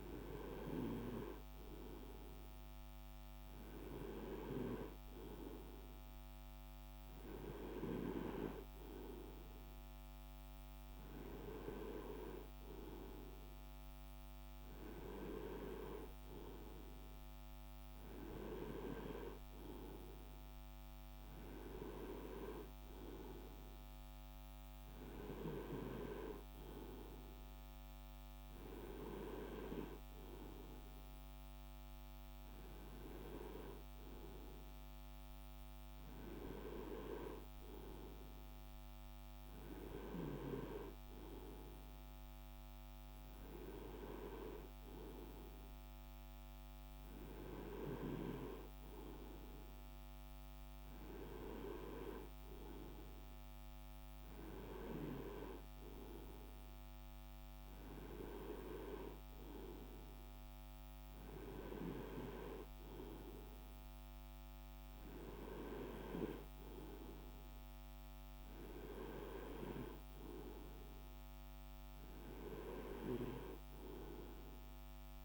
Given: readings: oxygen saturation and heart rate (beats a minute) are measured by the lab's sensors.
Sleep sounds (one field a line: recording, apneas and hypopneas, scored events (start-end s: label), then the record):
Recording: breathing in sleep by a microphone on the trachea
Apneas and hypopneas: none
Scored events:
none scored
From the record:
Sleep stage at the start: N2 (light sleep)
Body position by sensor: on the right side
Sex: male